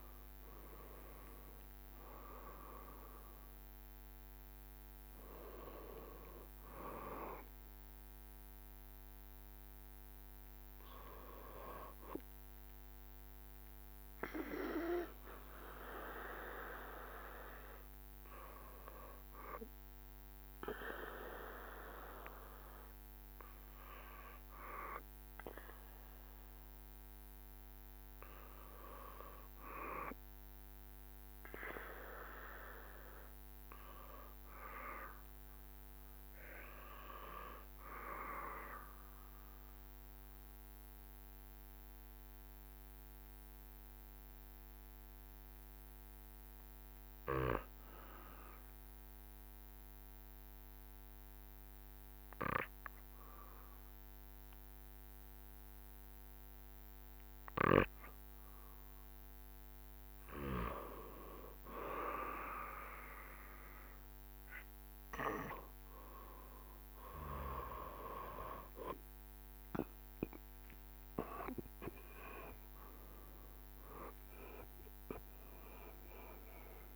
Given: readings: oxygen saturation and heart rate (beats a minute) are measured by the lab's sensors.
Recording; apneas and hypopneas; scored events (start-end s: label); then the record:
breathing in sleep by a microphone on the trachea; 1
0.00-6.00 s: drop in pulse transit time (device-marked, heart rate 83 extreme)
0.00-18.00 s: oxygen desaturation (device-marked, oxygen 80% lowest, heart rate 64 extreme)
17.00-76.96 s: new sleep stage, N2 (light sleep)
20.00-58.00 s: obstructive apnea (oxygen 99% before, 91% lowest, heart rate 83 before, 66 extreme, up 4 after)
47.00-49.00 s: long interval between heartbeats (device-marked, heart rate 69 before, 69 extreme)
58.00-76.96 s: oxygen desaturation (device-marked, oxygen 95% before, 91% lowest, heart rate 69 before, 70 extreme)
60.50-64.00 s: arousal
71.00-76.96 s: drop in pulse transit time (device-marked, heart rate 69 before, 74 extreme)
From the record:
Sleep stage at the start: REM sleep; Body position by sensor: on the back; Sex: male